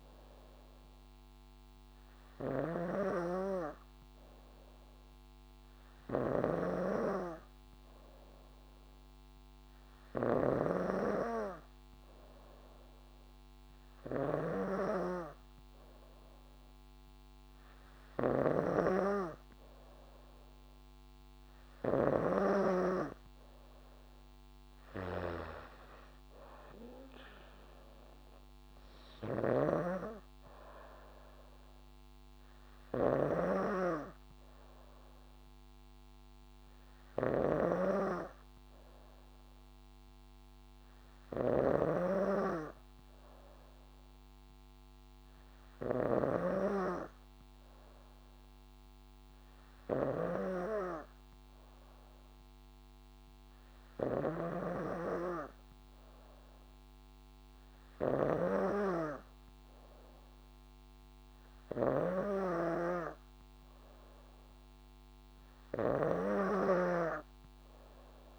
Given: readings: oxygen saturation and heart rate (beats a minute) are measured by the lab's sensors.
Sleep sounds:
breathing in sleep by a microphone on the trachea; none
6.50-11.00 s: snoring (device-marked)
18.50-22.50 s: snoring (device-marked)
29.50-55.00 s: snoring (device-marked)
66.50-68.39 s: snoring (device-marked)
From the record:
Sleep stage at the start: N3 (deep sleep); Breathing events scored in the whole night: 112 in 4.4 hours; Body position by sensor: on the back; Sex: female

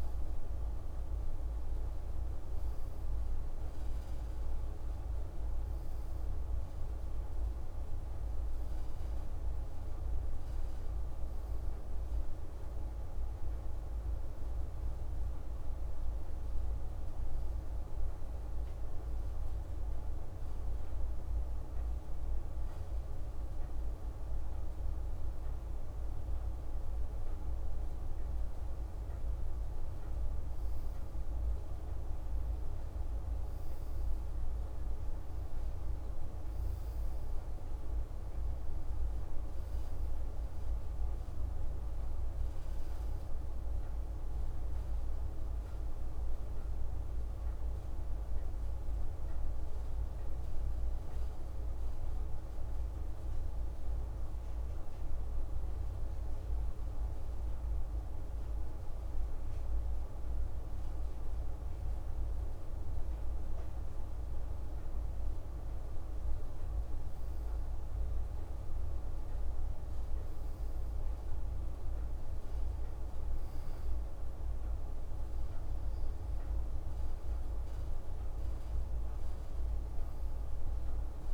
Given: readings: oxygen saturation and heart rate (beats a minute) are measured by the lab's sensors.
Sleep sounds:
a person partly awake in a sleep study, hard to hear, by a room microphone; 2
0.50-60.50 s: new sleep stage, N1 (lightest sleep)
17.50-28.50 s: hypopnea (oxygen 98% before, 95% lowest)
36.50-41.50 s: arousal
55.00-66.50 s: mixed apnea (oxygen 97% before, 94% lowest)
60.50-81.34 s: new sleep stage, N2 (light sleep)
68.00-73.00 s: arousal
From the record:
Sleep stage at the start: awake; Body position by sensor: on the back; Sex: male

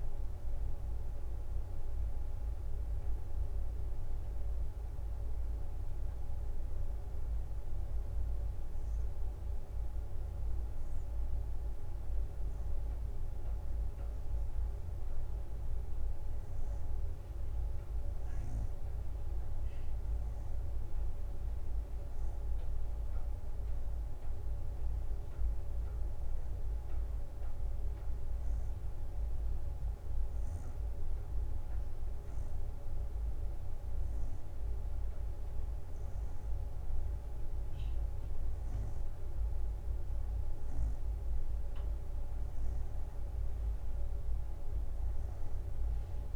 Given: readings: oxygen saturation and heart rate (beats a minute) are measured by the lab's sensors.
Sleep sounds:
breathing in sleep, hard to hear, by a room microphone; 2
4.00-14.00 s: hypopnea (oxygen 92% before, 90% lowest, heart rate 66 before, 59 extreme, up 9 after)
8.00-10.00 s: bradycardia (device-marked, heart rate 64 before, 64 extreme)
20.00-24.00 s: arousal
28.00-38.00 s: hypopnea (oxygen 95% before, 91% lowest, heart rate 64 before, 63 extreme, up 4 after)
29.00-35.00 s: oxygen desaturation (device-marked, oxygen 95% before, 92% lowest, heart rate 64 before, 64 extreme)
44.00-46.36 s: arousal
From the record:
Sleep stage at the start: N2 (light sleep); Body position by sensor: on the right side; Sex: female

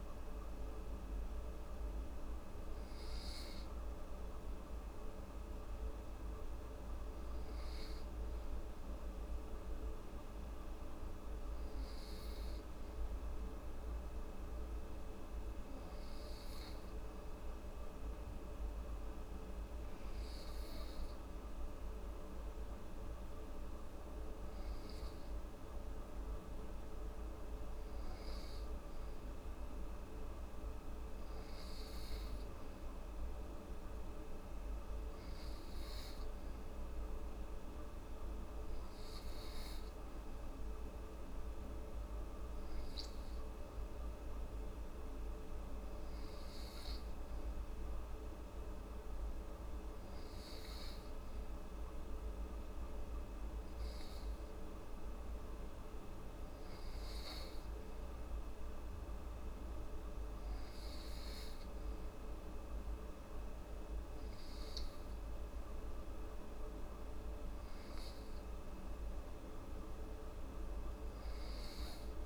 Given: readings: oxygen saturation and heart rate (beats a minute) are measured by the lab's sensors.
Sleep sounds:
breathing in sleep, hard to hear, by a room microphone; none
none scored
From the record:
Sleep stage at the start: N2 (light sleep); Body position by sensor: on the back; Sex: female

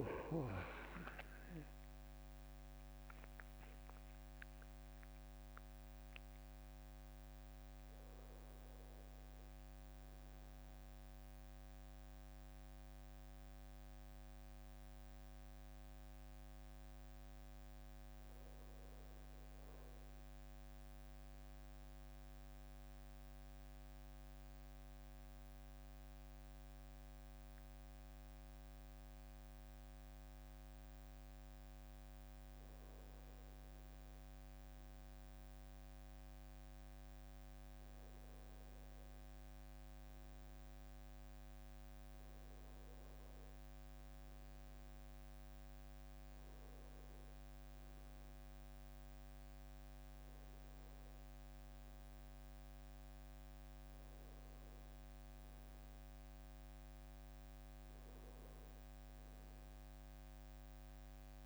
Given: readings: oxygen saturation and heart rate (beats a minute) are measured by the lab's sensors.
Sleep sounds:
a person partly awake in a sleep study, hard to hear, by a microphone on the trachea; 1
0.00-13.50 s: drop in pulse transit time (device-marked, heart rate 73 extreme)
14.50-61.46 s: new sleep stage, N1 (lightest sleep)
23.00-33.50 s: mixed apnea (oxygen 95% before, 92% lowest, heart rate 75 before, 77 extreme, up 0 after)
35.00-38.50 s: arousal
43.50-56.50 s: oxygen desaturation (device-marked, oxygen 97% before, 92% lowest, heart rate 77 before, 77 extreme)
From the record:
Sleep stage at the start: awake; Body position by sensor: on the right side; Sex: male

